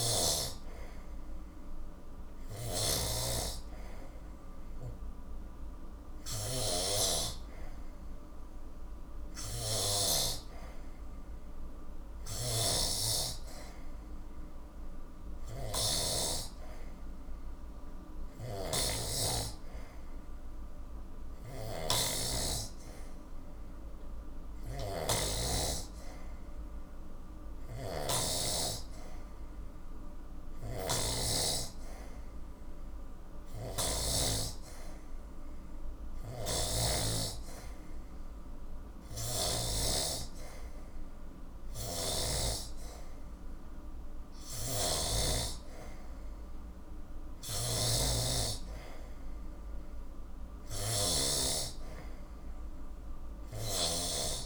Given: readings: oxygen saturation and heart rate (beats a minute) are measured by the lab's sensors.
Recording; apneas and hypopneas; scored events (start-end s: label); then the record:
breathing in sleep by a room microphone; none
0.00-16.00 s: snoring (device-marked)
8.00-54.46 s: new sleep stage, N3 (deep sleep)
18.00-34.00 s: snoring (device-marked)
36.00-39.50 s: snoring (device-marked)
41.50-45.00 s: snoring (device-marked)
47.00-54.00 s: snoring (device-marked)
From the record:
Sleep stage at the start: N2 (light sleep); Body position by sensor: on the back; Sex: male